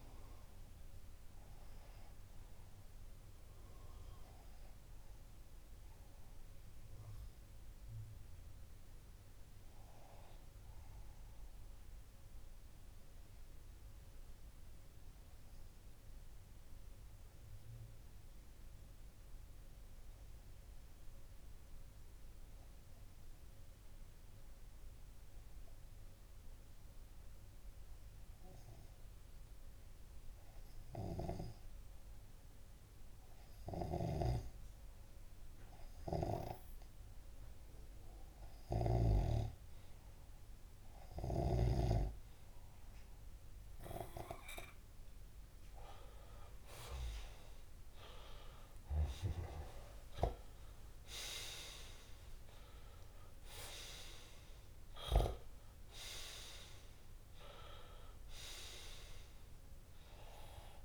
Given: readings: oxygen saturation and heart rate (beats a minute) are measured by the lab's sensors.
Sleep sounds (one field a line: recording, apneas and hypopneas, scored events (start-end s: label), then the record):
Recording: breathing in sleep by a room microphone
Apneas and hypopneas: 1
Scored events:
11.50-38.00 s: obstructive apnea (oxygen 95% before, 94% lowest)
32.50-43.50 s: oxygen desaturation (device-marked, oxygen 100% before, 96% lowest)
46.00-50.00 s: arousal
From the record:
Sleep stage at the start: N2 (light sleep)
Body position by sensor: on the left side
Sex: male